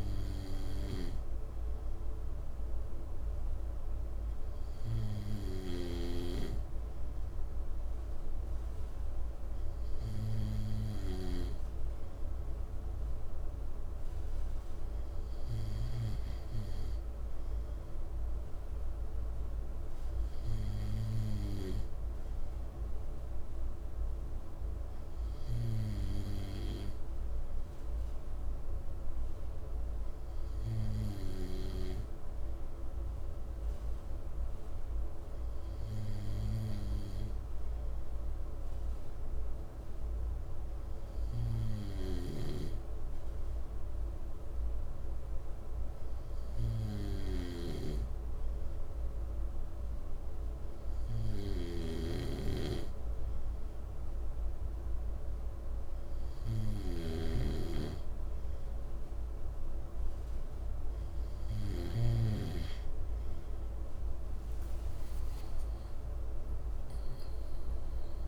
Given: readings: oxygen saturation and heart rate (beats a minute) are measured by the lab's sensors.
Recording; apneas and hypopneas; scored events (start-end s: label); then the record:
breathing in sleep by a room microphone; none
41.50-61.50 s: snoring (device-marked)
From the record:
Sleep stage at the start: N2 (light sleep); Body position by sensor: on the right side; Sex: male